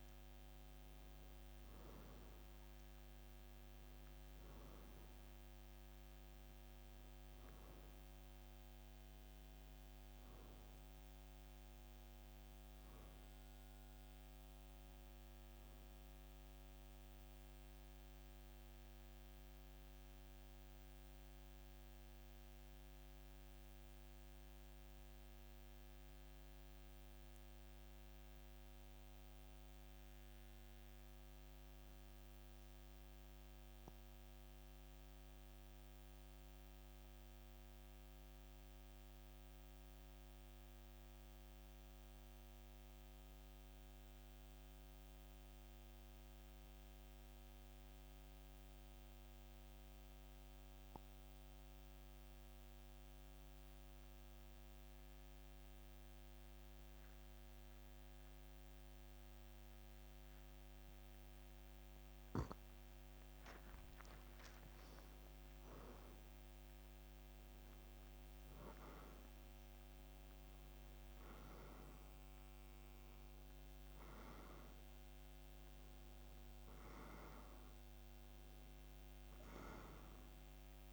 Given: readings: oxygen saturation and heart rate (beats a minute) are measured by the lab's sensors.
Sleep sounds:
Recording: breathing in sleep, hard to hear, by a microphone on the trachea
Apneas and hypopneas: 1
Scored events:
0.00-41.50 s: oxygen desaturation (device-marked, oxygen 88% lowest, heart rate 52 extreme)
17.50-62.00 s: mixed apnea (oxygen 96% before, 88% lowest, heart rate 56 before, 52 extreme, up 4 after)
40.50-70.50 s: new sleep stage, N3 (deep sleep)
63.50-68.00 s: arousal
63.50-80.93 s: oxygen desaturation (device-marked, oxygen 97% before, 88% lowest, heart rate 54 before, 52 extreme)
70.50-80.93 s: new sleep stage, REM sleep
From the record:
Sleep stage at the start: N2 (light sleep)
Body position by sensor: on the back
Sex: male

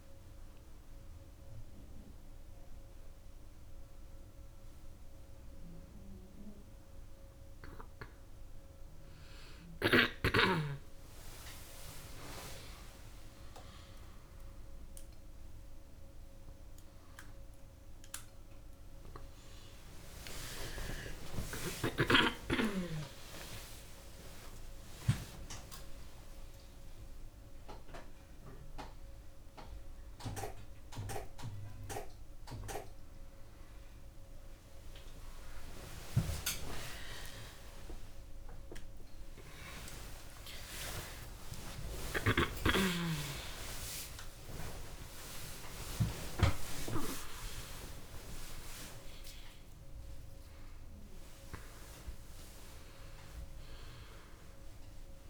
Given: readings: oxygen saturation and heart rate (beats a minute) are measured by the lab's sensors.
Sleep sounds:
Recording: a person awake in a sleep study, by a room microphone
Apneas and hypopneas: none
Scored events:
37.50-49.00 s: snoring (device-marked)
From the record:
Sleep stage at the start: awake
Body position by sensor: on the back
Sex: female

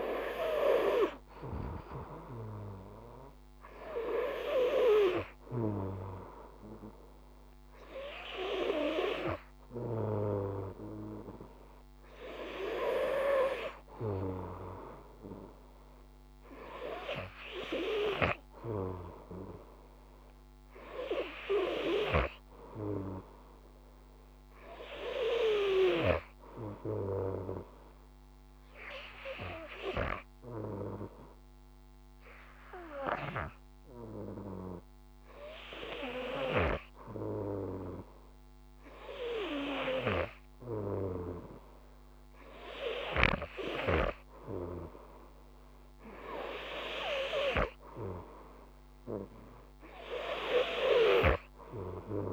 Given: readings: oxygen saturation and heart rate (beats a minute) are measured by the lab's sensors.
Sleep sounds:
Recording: breathing in sleep by a microphone on the trachea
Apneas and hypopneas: 1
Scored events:
29.00-41.50 s: hypopnea (oxygen 97% before, 93% lowest, heart rate 56 before, 51 extreme, up 2 after)
44.00-47.50 s: arousal
From the record:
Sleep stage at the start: N2 (light sleep)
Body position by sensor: on the front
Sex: male

